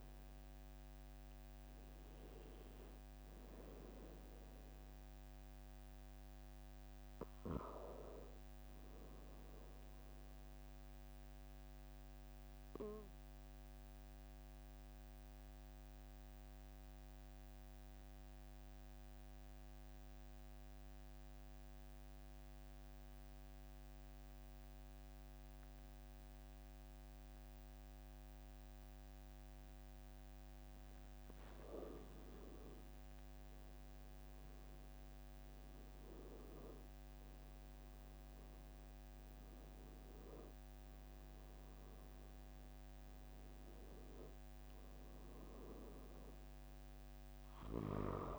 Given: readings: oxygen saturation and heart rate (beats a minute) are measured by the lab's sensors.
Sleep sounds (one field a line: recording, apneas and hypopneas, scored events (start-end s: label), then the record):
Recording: breathing in sleep by a microphone on the trachea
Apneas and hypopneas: 1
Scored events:
11.00-30.50 s: obstructive apnea (oxygen 96% before, 93% lowest, heart rate 46 before, 43 extreme, up 2 after)
32.00-36.50 s: arousal
From the record:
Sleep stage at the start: REM sleep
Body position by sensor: on the back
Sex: male